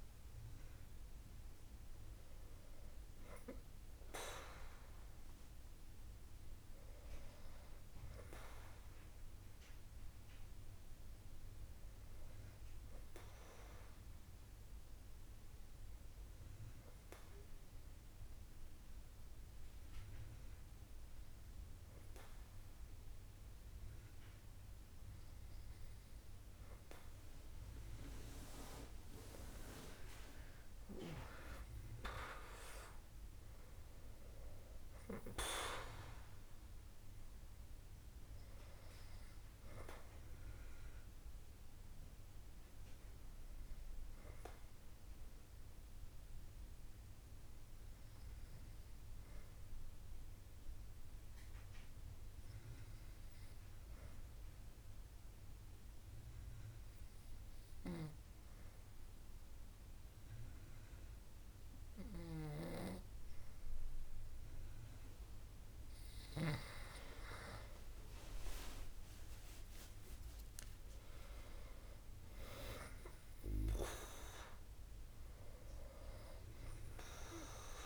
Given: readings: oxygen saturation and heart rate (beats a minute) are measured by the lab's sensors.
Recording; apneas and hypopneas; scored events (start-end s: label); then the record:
breathing in sleep by a room microphone; 2
11.50-27.50 s: hypopnea (oxygen 99% before, 96% lowest, heart rate 69 before, 59 extreme, up 10 after)
33.50-38.00 s: arousal
42.50-64.00 s: hypopnea (oxygen 99% before, 96% lowest, heart rate 70 before, 61 extreme, up 7 after)
67.50-72.00 s: arousal
From the record:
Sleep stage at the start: N2 (light sleep); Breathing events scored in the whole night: 327 in 5.3 hours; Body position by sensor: on the back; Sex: female